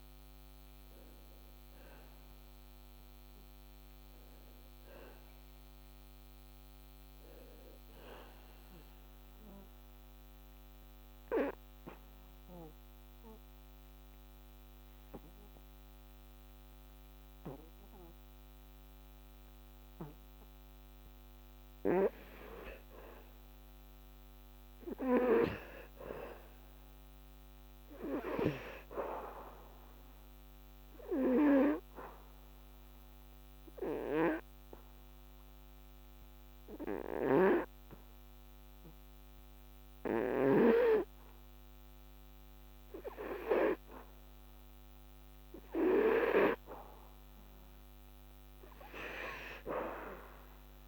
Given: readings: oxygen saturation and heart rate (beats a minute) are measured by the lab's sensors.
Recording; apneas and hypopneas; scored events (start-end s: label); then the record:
breathing in sleep by a microphone on the trachea; 2
0.00-20.50 s: oxygen desaturation (device-marked, oxygen 81% lowest, heart rate 66 extreme)
8.50-22.00 s: obstructive apnea (oxygen 96% before, 81% lowest, heart rate 81 before, 66 extreme, up 1 after)
23.50-27.50 s: arousal
32.00-44.00 s: obstructive apnea (oxygen 99% before, 89% lowest, heart rate 77 before, 71 extreme, up 8 after)
34.50-45.50 s: oxygen desaturation (device-marked, oxygen 99% before, 91% lowest, heart rate 75 before, 74 extreme)
46.50-50.00 s: arousal
From the record:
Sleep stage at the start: N2 (light sleep); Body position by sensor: on the back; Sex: male